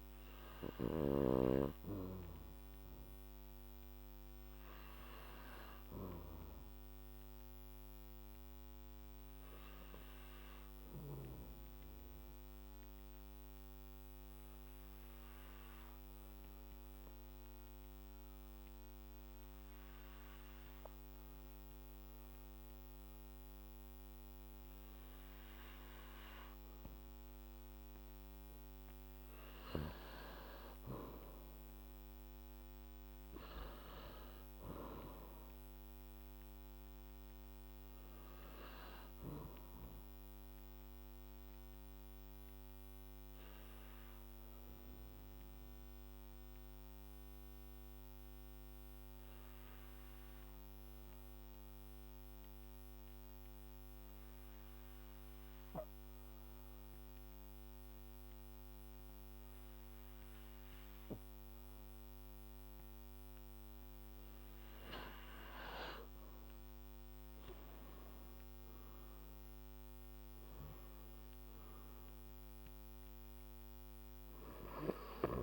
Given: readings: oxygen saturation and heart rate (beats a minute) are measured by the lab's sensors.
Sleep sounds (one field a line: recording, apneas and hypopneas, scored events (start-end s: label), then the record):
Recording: breathing in sleep by a microphone on the trachea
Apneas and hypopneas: 2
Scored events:
0.00-1.50 s: snoring (device-marked)
0.00-23.00 s: oxygen desaturation (device-marked, oxygen 99% before, 93% lowest, heart rate 59 before, 61 extreme)
11.00-29.00 s: obstructive apnea (oxygen 99% before, 90% lowest, heart rate 64 before, 61 extreme, up 6 after)
31.00-35.00 s: arousal
31.00-36.00 s: oxygen desaturation (device-marked, oxygen 96% before, 94% lowest, heart rate 63 before, 61 extreme)
40.00-65.00 s: obstructive apnea (oxygen 96% before, 90% lowest, heart rate 65 before, 58 extreme, up 3 after)
44.00-56.00 s: oxygen desaturation (device-marked, oxygen 94% before, 91% lowest, heart rate 66 before, 61 extreme)
66.00-75.00 s: oxygen desaturation (device-marked, oxygen 98% before, 95% lowest, heart rate 62 before, 58 extreme)
67.00-70.50 s: arousal
From the record:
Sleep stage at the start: N2 (light sleep)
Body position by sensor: on the back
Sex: male